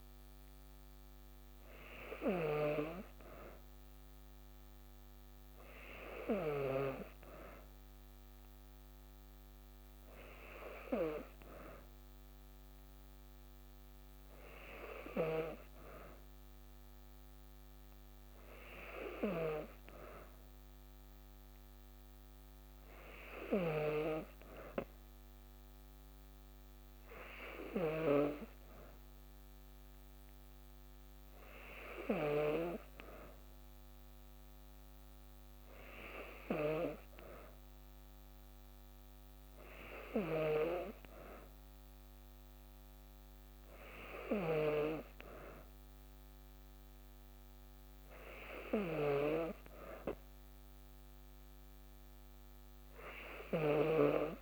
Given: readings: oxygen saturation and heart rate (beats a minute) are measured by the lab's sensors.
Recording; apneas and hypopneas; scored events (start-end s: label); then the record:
breathing in sleep by a microphone on the trachea; none
none scored
From the record:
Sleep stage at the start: N2 (light sleep); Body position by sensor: on the back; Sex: female